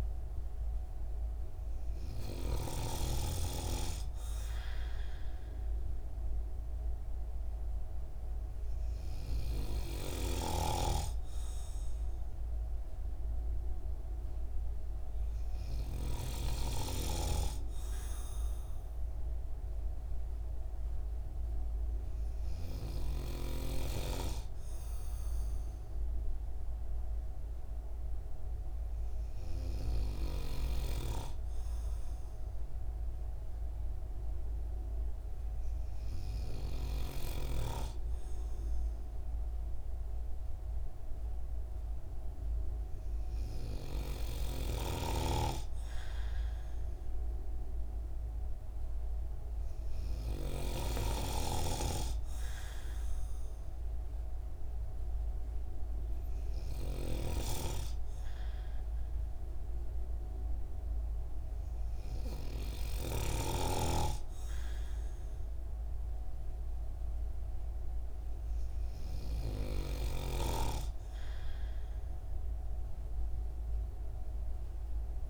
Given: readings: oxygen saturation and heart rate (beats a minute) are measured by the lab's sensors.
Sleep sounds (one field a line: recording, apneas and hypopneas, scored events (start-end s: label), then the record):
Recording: breathing in sleep by a room microphone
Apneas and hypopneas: none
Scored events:
none scored
From the record:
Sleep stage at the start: N2 (light sleep)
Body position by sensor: on the right side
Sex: male